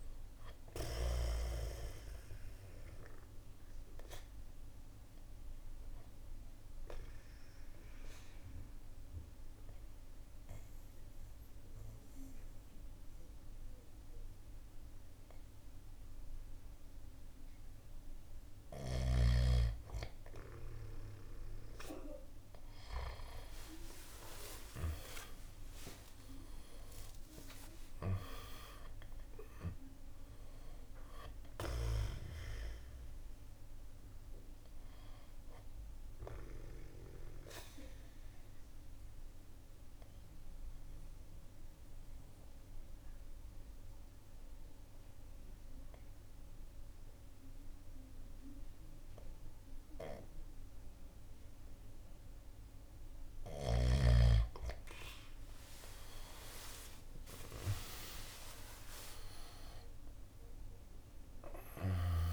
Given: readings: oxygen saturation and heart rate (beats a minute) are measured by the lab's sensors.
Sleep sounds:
breathing in sleep by a room microphone; 2
0.00-4.00 s: drop in pulse transit time (device-marked, heart rate 64 extreme)
0.00-14.00 s: oxygen desaturation (device-marked, oxygen 89% lowest, heart rate 53 extreme)
2.50-19.00 s: central apnea (oxygen 97% before, 87% lowest, heart rate 66 before, 53 extreme, up 6 after)
23.50-27.50 s: arousal
25.00-39.00 s: drop in pulse transit time (device-marked, heart rate 64 before, 53 extreme)
33.00-38.00 s: oxygen desaturation (device-marked, oxygen 96% before, 91% lowest, heart rate 67 before, 53 extreme)
35.50-54.00 s: central apnea (oxygen 97% before, 87% lowest, heart rate 68 before, 55 extreme, up 14 after)
40.00-51.00 s: oxygen desaturation (device-marked, oxygen 95% before, 90% lowest, heart rate 66 before, 59 extreme)
56.00-61.00 s: arousal
60.00-62.33 s: drop in pulse transit time (device-marked, heart rate 63 before, 62 extreme)
From the record:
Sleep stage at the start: N2 (light sleep); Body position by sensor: on the back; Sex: male

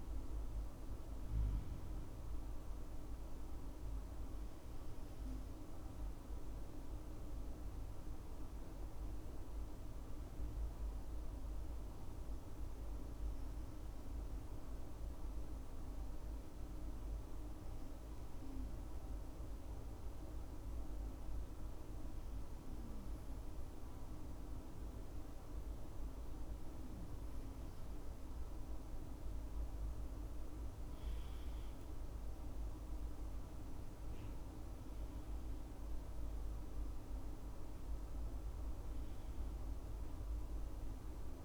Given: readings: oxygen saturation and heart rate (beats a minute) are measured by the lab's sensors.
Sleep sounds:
breathing in sleep, hard to hear, by a room microphone; 1
13.50-27.00 s: obstructive apnea (oxygen 97% before, 95% lowest, heart rate 68 before, 64 extreme, up 8 after)
29.50-33.00 s: arousal
From the record:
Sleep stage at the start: N2 (light sleep); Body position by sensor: on the left side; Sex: male

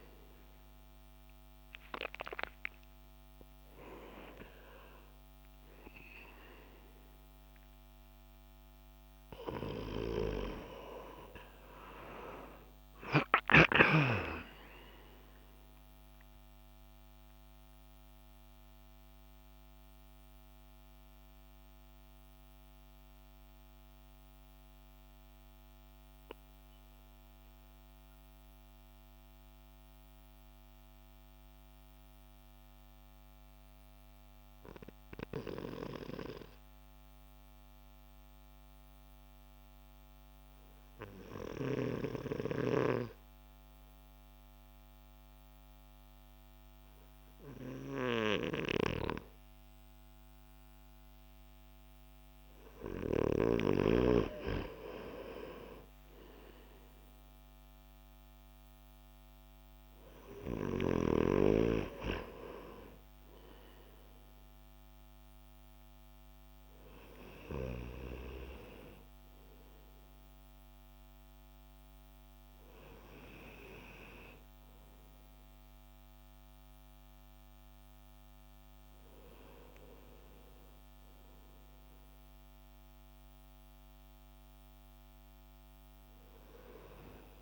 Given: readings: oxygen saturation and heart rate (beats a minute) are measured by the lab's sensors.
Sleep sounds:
breathing in sleep by a microphone on the trachea; 1
1.00-5.50 s: arousal
17.50-52.50 s: mixed apnea (oxygen 96% before, 94% lowest)
54.00-58.50 s: arousal
57.50-85.50 s: oxygen desaturation (device-marked, oxygen 98% before, 94% lowest)
From the record:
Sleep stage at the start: N2 (light sleep); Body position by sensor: on the left side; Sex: male

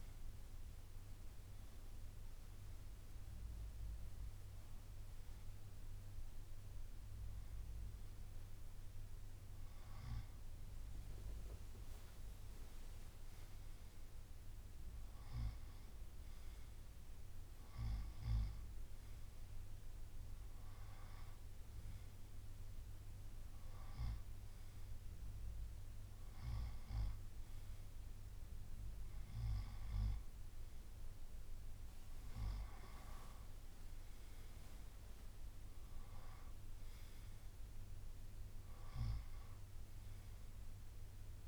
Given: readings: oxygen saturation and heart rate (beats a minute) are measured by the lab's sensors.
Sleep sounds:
breathing in sleep by a room microphone; none
5.50-7.50 s: long interval between heartbeats (device-marked, heart rate 66 before, 67 extreme)
6.50-41.48 s: new sleep stage, N2 (light sleep)
7.50-16.50 s: drop in pulse transit time (device-marked, heart rate 67 before, 63 extreme)
From the record:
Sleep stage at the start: N1 (lightest sleep); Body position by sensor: on the right side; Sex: male

